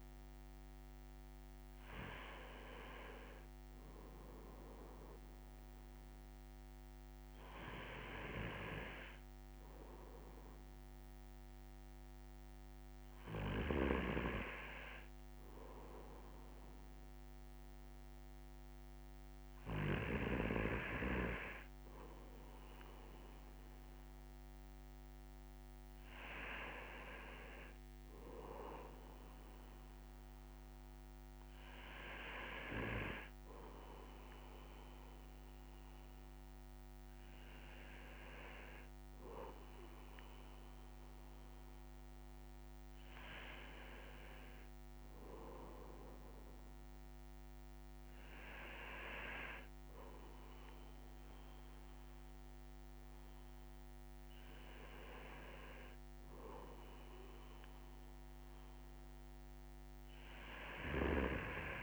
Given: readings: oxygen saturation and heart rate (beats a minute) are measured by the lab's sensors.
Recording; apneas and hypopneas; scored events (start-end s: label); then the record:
breathing in sleep by a microphone on the trachea; none
none scored
From the record:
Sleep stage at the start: N2 (light sleep); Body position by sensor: on the right side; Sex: male